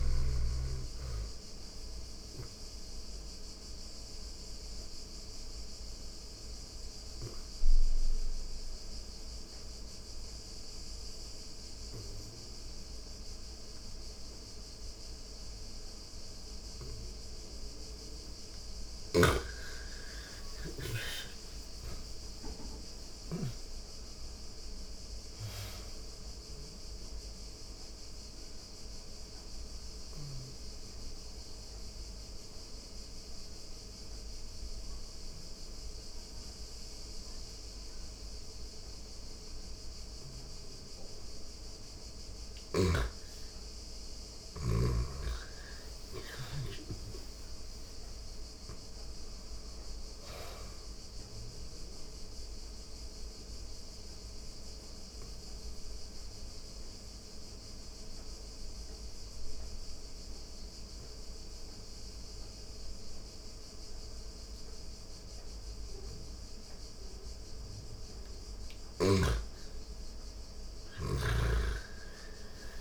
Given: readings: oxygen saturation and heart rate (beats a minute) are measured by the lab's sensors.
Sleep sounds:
breathing in sleep by a room microphone; 3
0.50-18.50 s: obstructive apnea (oxygen 99% before, 85% lowest)
18.00-22.50 s: snoring (device-marked)
19.50-23.50 s: arousal
20.00-41.00 s: oxygen desaturation (device-marked, oxygen 96% before, 85% lowest)
26.00-42.00 s: obstructive apnea (oxygen 98% before, 85% lowest)
43.50-47.00 s: arousal
51.00-64.00 s: oxygen desaturation (device-marked, oxygen 99% before, 89% lowest)
51.00-67.00 s: obstructive apnea (oxygen 99% before, 86% lowest)
69.00-72.81 s: arousal
From the record:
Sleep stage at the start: N2 (light sleep); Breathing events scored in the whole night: 397 in 3.1 hours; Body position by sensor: on the back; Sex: female

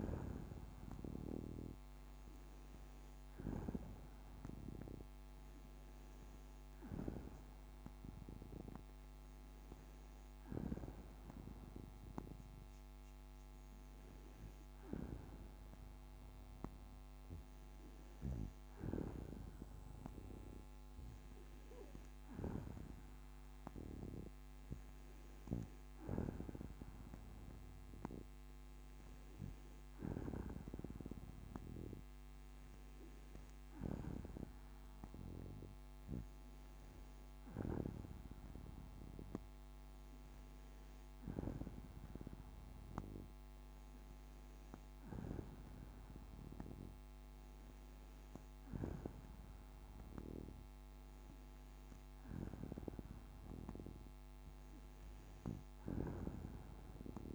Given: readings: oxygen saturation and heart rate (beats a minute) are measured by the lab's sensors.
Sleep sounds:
breathing in sleep by a microphone on the trachea; none
none scored
From the record:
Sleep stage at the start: N2 (light sleep); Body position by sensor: on the back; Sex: female

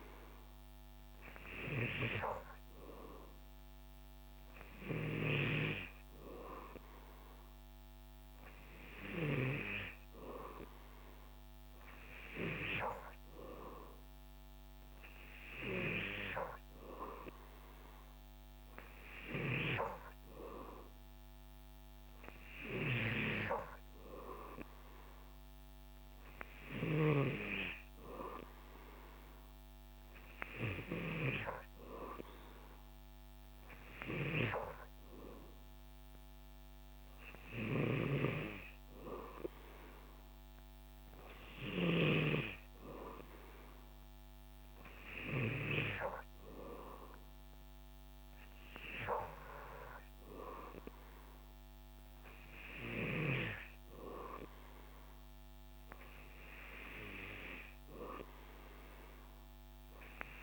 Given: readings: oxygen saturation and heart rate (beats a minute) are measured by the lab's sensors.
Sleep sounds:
breathing in sleep by a microphone on the trachea; none
none scored
From the record:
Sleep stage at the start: N2 (light sleep); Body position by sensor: on the back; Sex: male

